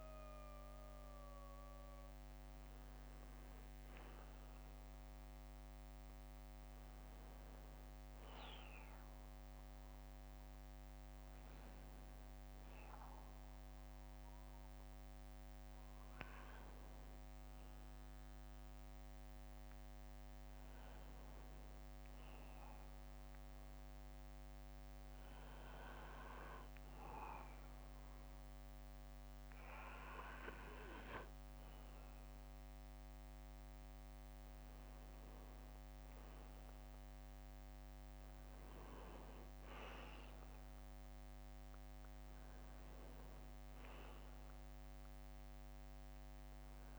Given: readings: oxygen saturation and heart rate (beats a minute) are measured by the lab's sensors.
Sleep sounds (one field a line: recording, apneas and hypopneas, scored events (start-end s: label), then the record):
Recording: a person partly awake in a sleep study, by a microphone on the trachea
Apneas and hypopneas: none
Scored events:
2.00-32.00 s: new sleep stage, N1 (lightest sleep)
32.00-46.99 s: new sleep stage, N2 (light sleep)
35.00-37.00 s: bradycardia (device-marked, heart rate 68 before, 61 extreme)
38.00-43.50 s: arousal
From the record:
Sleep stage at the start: awake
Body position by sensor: on the back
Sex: male